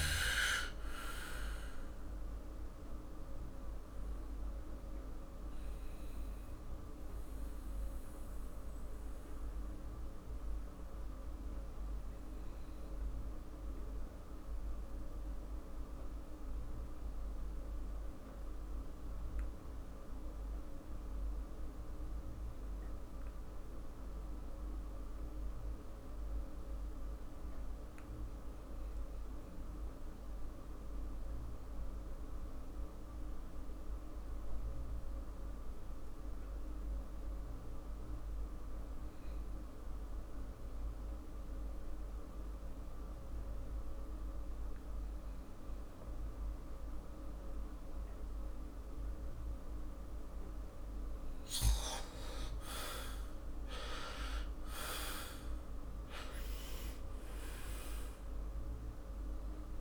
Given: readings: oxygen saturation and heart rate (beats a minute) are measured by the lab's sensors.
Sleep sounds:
breathing in sleep by a room microphone; 1
2.50-50.00 s: obstructive apnea (oxygen 98% before, 88% lowest, heart rate 50 before, 45 extreme, up 15 after)
26.00-54.00 s: oxygen desaturation (device-marked, oxygen 98% before, 88% lowest, heart rate 46 before, 45 extreme)
52.50-58.50 s: arousal
From the record:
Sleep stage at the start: REM sleep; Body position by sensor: on the back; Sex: male

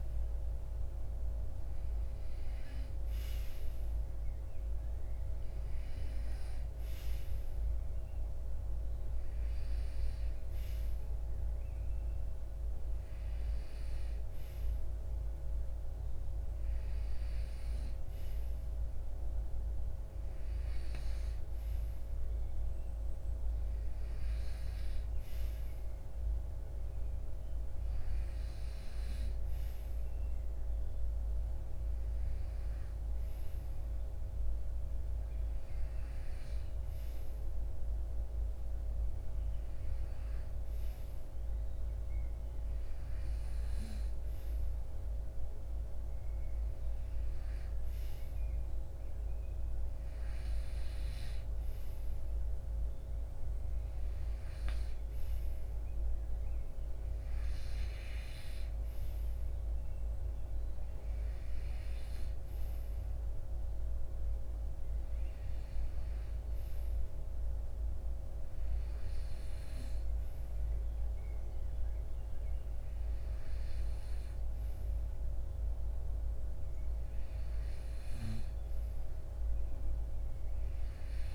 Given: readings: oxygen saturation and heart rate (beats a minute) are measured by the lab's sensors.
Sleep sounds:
breathing in sleep, hard to hear, by a room microphone; none
none scored
From the record:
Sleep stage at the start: REM sleep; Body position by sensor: on the right side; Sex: male

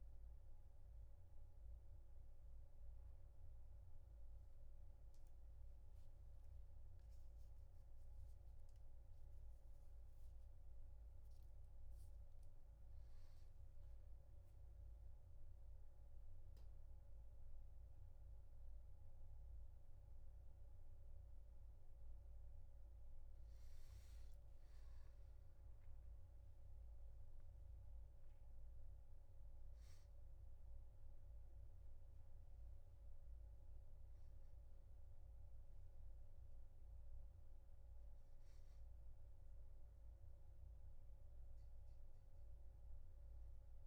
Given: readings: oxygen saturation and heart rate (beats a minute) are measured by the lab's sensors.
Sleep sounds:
a person awake in a sleep study, hard to hear, by a room microphone; none
none scored
From the record:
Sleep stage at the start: awake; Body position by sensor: on the back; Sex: male

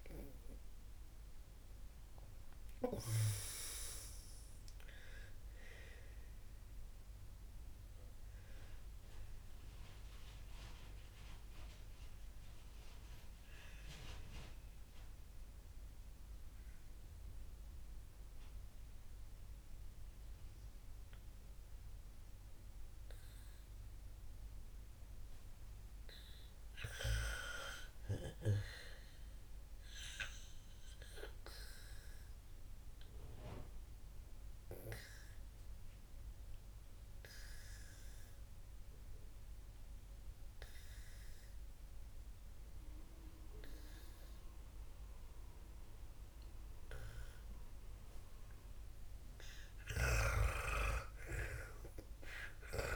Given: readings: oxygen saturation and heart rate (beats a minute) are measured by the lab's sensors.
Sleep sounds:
breathing in sleep by a room microphone; 2
0.00-24.50 s: oxygen desaturation (device-marked, oxygen 90% lowest, heart rate 55 extreme)
6.50-24.50 s: obstructive apnea (oxygen 98% before, 90% lowest, heart rate 74 before, 55 extreme, up 11 after)
27.50-30.00 s: arousal
32.50-48.00 s: obstructive apnea (oxygen 99% before, 90% lowest, heart rate 58 before, 55 extreme, up 10 after)
50.50-52.96 s: arousal
From the record:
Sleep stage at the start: N2 (light sleep); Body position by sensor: on the back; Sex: female

